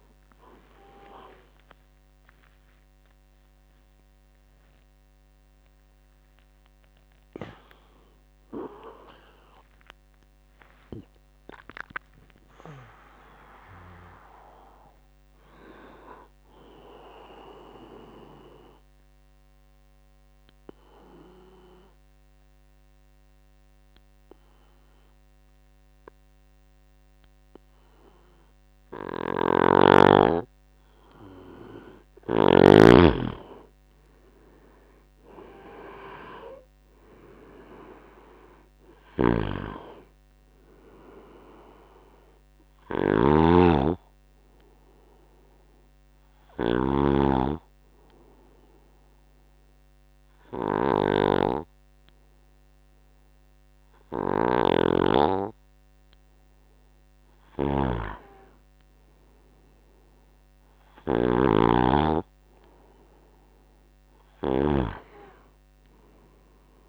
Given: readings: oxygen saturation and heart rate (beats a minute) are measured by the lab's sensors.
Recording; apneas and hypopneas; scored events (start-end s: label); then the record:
breathing in sleep by a microphone on the trachea; 2
0.00-4.00 s: tachycardia (device-marked, heart rate 106 extreme)
7.00-14.00 s: tachycardia (device-marked, heart rate 73 before, 108 extreme)
10.50-15.50 s: arousal
18.00-30.50 s: obstructive apnea (oxygen 98% before, 94% lowest, heart rate 100 before, 65 extreme, up 10 after)
29.00-32.50 s: snoring (device-marked)
32.00-36.00 s: arousal
39.00-47.00 s: snoring (device-marked)
40.00-58.00 s: oxygen desaturation (device-marked, oxygen 98% before, 94% lowest, heart rate 71 before, 67 extreme)
48.50-58.50 s: obstructive apnea (oxygen 98% before, 94% lowest, heart rate 72 before, 67 extreme, up 9 after)
54.00-65.00 s: snoring (device-marked)
60.00-64.00 s: arousal
From the record:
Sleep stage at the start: N2 (light sleep); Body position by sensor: on the right side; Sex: male